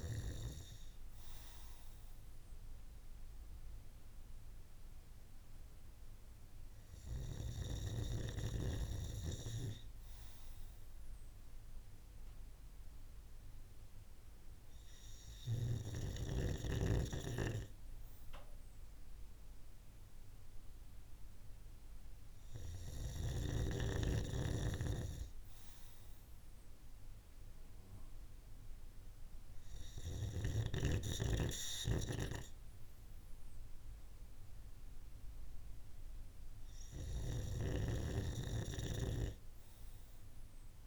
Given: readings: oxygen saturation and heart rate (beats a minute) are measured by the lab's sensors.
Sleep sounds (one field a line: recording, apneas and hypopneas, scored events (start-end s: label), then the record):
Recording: breathing in sleep by a room microphone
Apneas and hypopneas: none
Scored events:
none scored
From the record:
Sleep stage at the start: N2 (light sleep)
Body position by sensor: on the right side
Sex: male